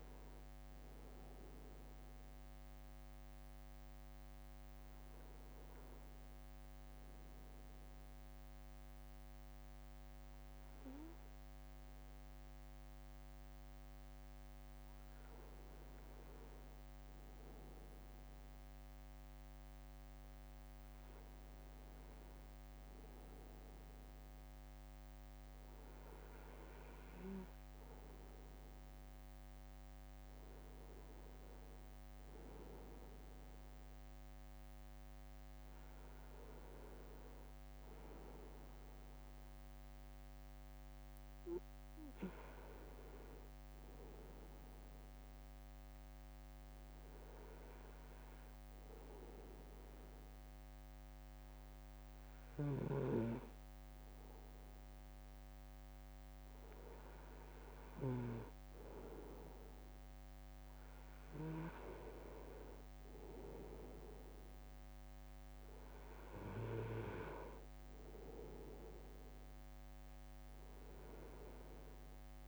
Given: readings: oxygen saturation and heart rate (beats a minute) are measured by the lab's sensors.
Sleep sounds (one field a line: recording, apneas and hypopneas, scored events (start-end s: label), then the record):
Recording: breathing in sleep by a microphone on the trachea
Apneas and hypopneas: 1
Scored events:
42.50-46.00 s: arousal
48.00-60.00 s: obstructive apnea (oxygen 95% before, 92% lowest, heart rate 59 before, 56 extreme, up 4 after)
64.00-68.00 s: arousal
From the record:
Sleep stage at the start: N2 (light sleep)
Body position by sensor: on the front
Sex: male